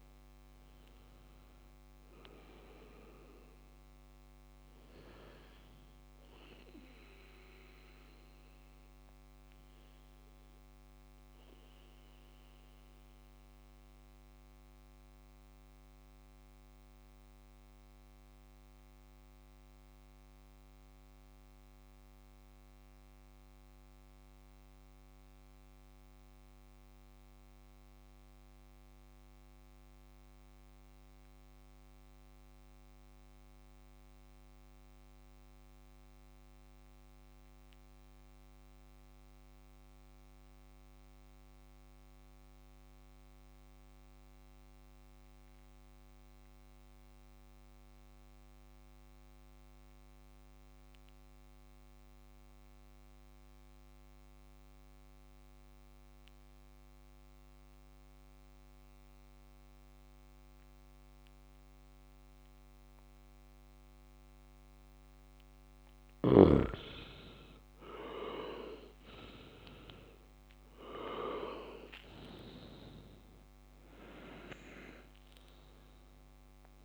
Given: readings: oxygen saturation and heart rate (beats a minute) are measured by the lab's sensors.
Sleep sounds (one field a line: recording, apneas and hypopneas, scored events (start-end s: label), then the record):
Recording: breathing in sleep by a microphone on the trachea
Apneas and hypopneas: 1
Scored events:
0.00-5.00 s: oxygen desaturation (device-marked, oxygen 94% lowest, heart rate 57 extreme)
8.50-67.50 s: mixed apnea (oxygen 98% before, 91% lowest, heart rate 59 before, 52 extreme, up 9 after)
60.00-76.85 s: oxygen desaturation (device-marked, oxygen 97% before, 91% lowest, heart rate 58 before, 53 extreme)
64.00-76.85 s: new sleep stage, REM sleep
69.00-74.00 s: arousal
From the record:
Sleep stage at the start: N2 (light sleep)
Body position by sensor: on the back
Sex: male